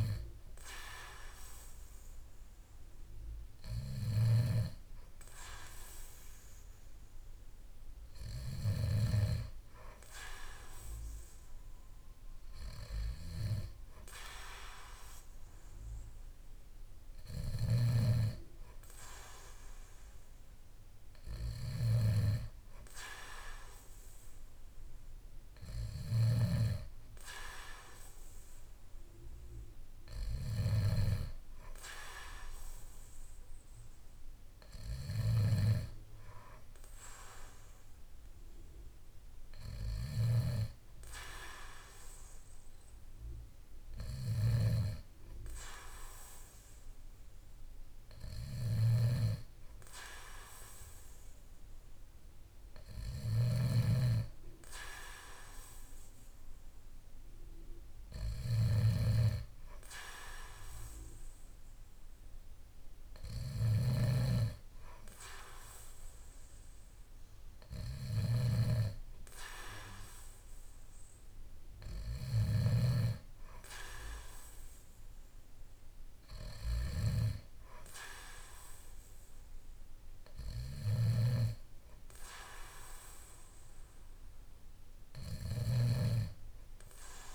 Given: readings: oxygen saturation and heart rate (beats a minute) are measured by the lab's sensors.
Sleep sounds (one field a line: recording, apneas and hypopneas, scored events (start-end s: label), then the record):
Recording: breathing in sleep by a room microphone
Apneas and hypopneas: none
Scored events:
0.00-8.50 s: snoring (device-marked)
17.00-26.00 s: snoring (device-marked)
34.50-87.34 s: snoring (device-marked)
From the record:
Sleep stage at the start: N2 (light sleep)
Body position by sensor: on the back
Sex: male